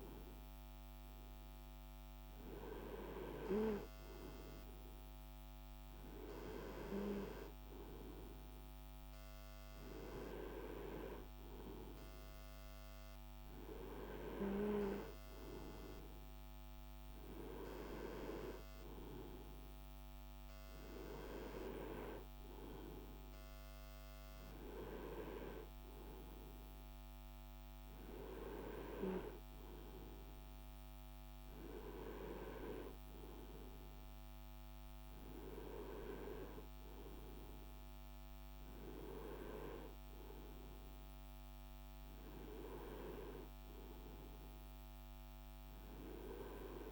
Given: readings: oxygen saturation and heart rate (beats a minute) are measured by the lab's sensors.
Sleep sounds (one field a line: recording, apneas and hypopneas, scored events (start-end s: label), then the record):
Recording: breathing in sleep by a microphone on the trachea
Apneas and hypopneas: none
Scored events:
none scored
From the record:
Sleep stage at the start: N2 (light sleep)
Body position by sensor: on the right side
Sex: male